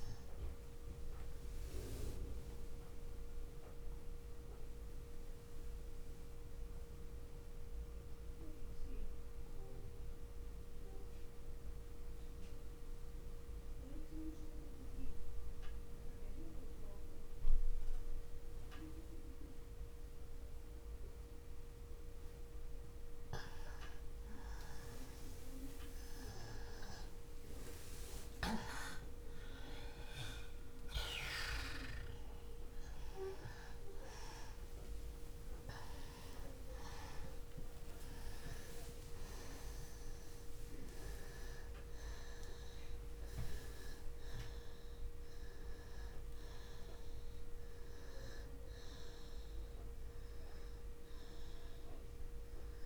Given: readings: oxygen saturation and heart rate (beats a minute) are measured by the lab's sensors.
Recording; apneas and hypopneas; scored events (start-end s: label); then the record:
breathing in sleep by a room microphone; 1
0.00-8.50 s: oxygen desaturation (device-marked, oxygen 87% lowest, heart rate 63 extreme)
1.50-24.00 s: mixed apnea (oxygen 97% before, 88% lowest, heart rate 65 before, 63 extreme, up 0 after)
25.50-29.50 s: arousal
34.50-52.86 s: oxygen desaturation (device-marked, oxygen 97% before, 89% lowest, heart rate 64 before, 27 extreme)
36.00-42.00 s: arousal
From the record:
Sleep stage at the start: N2 (light sleep); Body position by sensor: on the back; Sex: male